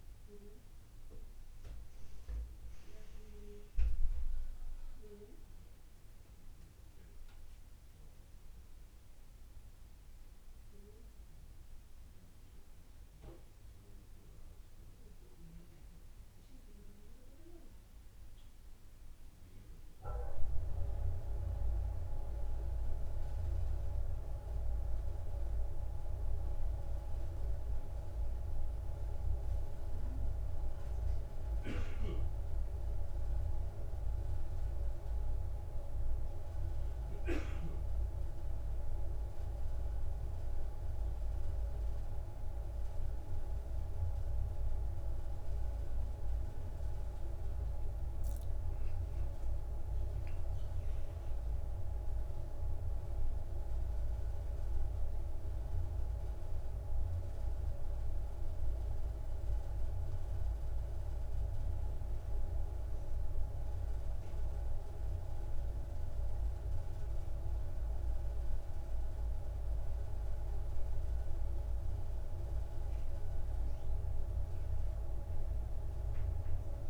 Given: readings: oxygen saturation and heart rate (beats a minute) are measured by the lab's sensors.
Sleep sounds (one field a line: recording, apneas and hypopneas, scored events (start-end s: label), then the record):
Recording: breathing in sleep by a room microphone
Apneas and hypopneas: none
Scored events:
none scored
From the record:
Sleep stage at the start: N2 (light sleep)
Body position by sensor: on the back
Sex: male